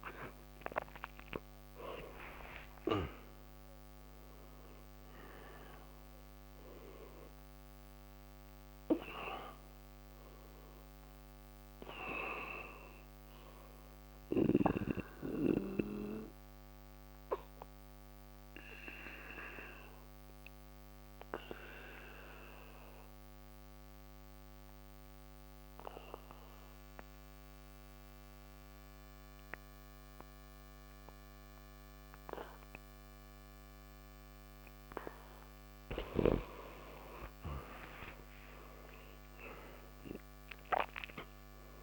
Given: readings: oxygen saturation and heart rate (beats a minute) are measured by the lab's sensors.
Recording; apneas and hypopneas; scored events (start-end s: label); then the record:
breathing in sleep by a microphone on the trachea; 1
0.00-2.50 s: arousal
6.50-22.50 s: oxygen desaturation (device-marked, oxygen 96% before, 90% lowest, heart rate 61 before, 59 extreme)
16.00-35.00 s: obstructive apnea (oxygen 96% before, 85% lowest, heart rate 62 before, 59 extreme, up 1 after)
33.50-41.83 s: oxygen desaturation (device-marked, oxygen 96% before, 85% lowest, heart rate 60 before, 59 extreme)
37.00-41.00 s: arousal
From the record:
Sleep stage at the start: N2 (light sleep); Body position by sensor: on the back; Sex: male